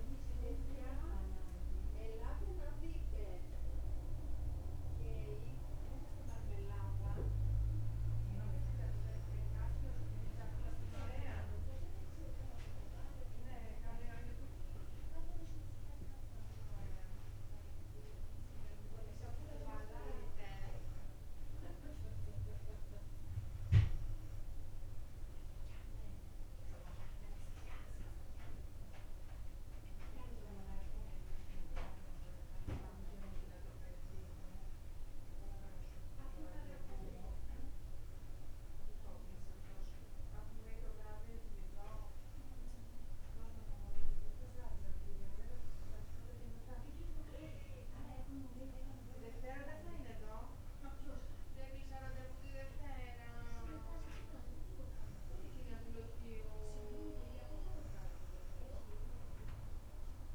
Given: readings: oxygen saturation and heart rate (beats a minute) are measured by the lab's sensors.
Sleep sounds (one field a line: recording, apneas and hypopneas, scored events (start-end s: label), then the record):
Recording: breathing in sleep by a room microphone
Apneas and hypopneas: none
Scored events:
none scored
From the record:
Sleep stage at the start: N2 (light sleep)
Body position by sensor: on the back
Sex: female